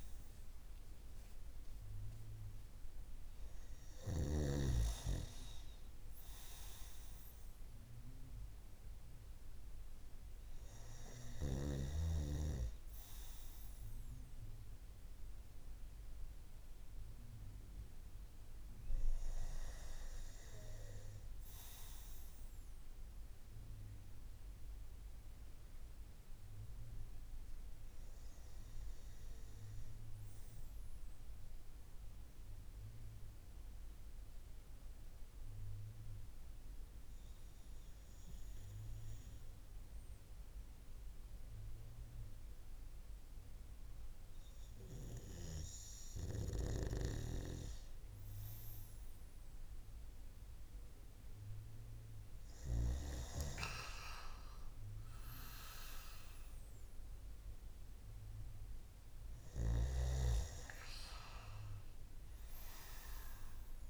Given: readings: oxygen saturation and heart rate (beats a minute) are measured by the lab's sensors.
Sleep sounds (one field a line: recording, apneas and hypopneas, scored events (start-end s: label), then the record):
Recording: breathing in sleep by a room microphone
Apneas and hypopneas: 1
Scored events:
10.50-63.90 s: new sleep stage, REM sleep
30.00-45.00 s: hypopnea (oxygen 97% before, 95% lowest)
45.50-52.00 s: snoring (device-marked)
48.00-53.00 s: arousal
From the record:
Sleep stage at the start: N2 (light sleep)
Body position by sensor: on the right side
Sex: male